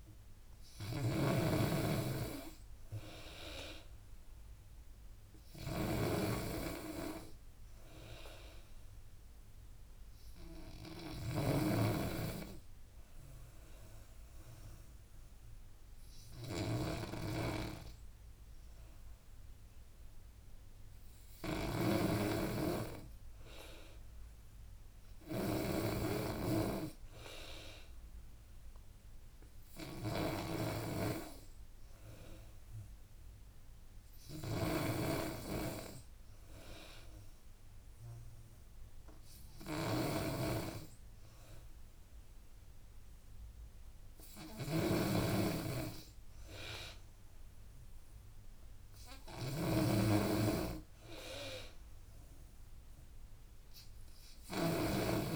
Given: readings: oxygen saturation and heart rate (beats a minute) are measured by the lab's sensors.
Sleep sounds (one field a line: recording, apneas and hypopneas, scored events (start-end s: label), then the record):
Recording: breathing in sleep by a room microphone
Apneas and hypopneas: none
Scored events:
0.00-55.36 s: snoring (device-marked)
30.50-40.50 s: oxygen desaturation (device-marked, oxygen 94% before, 91% lowest, heart rate 82 before, 79 extreme)
46.50-55.36 s: drop in pulse transit time (device-marked, heart rate 83 before, 82 extreme)
From the record:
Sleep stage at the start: N2 (light sleep)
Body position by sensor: on the back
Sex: female